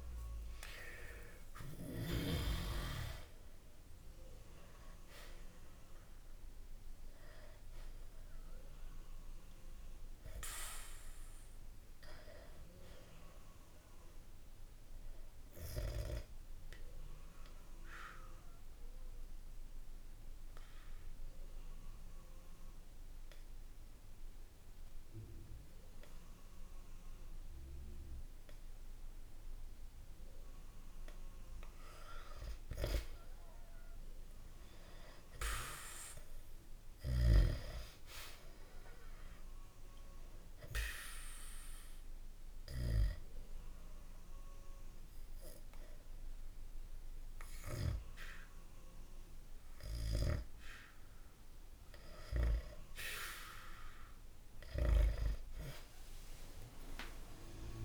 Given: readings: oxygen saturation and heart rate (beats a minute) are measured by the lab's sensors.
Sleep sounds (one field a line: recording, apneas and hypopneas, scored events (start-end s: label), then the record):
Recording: breathing in sleep by a room microphone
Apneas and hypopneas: 2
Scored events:
0.00-1.50 s: arousal
0.00-2.00 s: snoring (device-marked)
10.00-23.00 s: oxygen desaturation (device-marked, oxygen 98% before, 93% lowest, heart rate 65 before, 56 extreme)
14.00-30.50 s: obstructive apnea (oxygen 98% before, 92% lowest, heart rate 65 before, 56 extreme, up 0 after)
33.00-37.50 s: arousal
40.00-57.85 s: oxygen desaturation (device-marked, oxygen 98% before, 93% lowest, heart rate 63 before, 57 extreme)
41.00-53.50 s: obstructive apnea (oxygen 98% before, 90% lowest, heart rate 63 before, 57 extreme, up 5 after)
55.50-57.85 s: arousal
From the record:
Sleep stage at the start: N2 (light sleep)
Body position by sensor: on the back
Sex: male